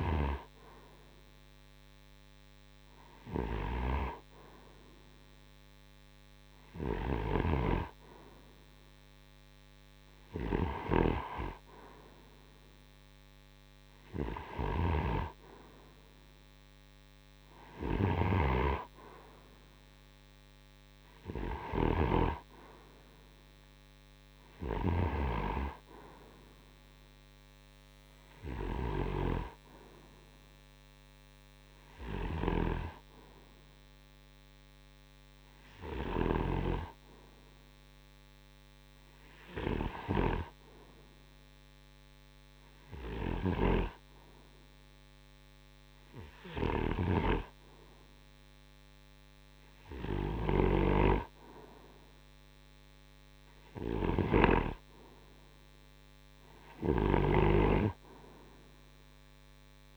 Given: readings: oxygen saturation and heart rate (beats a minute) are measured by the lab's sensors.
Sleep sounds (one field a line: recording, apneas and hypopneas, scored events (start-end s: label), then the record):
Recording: breathing in sleep by a microphone on the trachea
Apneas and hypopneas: 1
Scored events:
6.50-28.50 s: snoring (device-marked)
33.00-53.00 s: hypopnea (oxygen 92% before, 85% lowest)
45.50-59.97 s: snoring (device-marked)
48.00-59.97 s: oxygen desaturation (device-marked, oxygen 92% before, 89% lowest)
55.00-59.00 s: arousal
From the record:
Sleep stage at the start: N2 (light sleep)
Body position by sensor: on the right side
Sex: male